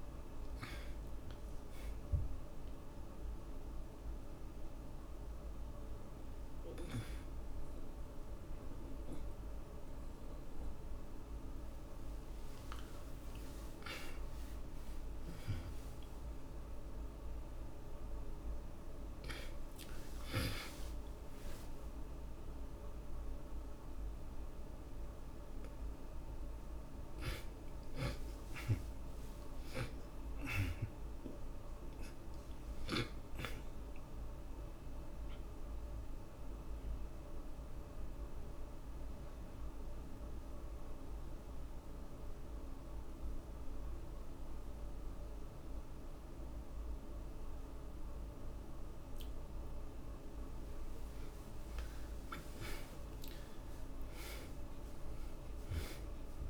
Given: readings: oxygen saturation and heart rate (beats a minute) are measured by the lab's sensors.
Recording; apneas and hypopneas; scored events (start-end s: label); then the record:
breathing in sleep by a room microphone; 1
1.00-15.00 s: oxygen desaturation (device-marked, oxygen 97% before, 82% lowest, heart rate 51 before, 63 extreme)
21.00-36.00 s: oxygen desaturation (device-marked, oxygen 92% before, 82% lowest, heart rate 116 before, 63 extreme)
21.00-56.50 s: new sleep stage, N2 (light sleep)
28.00-32.00 s: arousal
34.00-49.00 s: obstructive apnea (oxygen 93% before, 70% lowest, heart rate 86 before, 54 extreme, up 13 after)
51.50-56.50 s: arousal
55.00-56.50 s: oxygen desaturation (device-marked, oxygen 91% before, 70% lowest, heart rate 105 before, 54 extreme)
From the record:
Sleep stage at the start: N1 (lightest sleep); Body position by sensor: on the back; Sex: male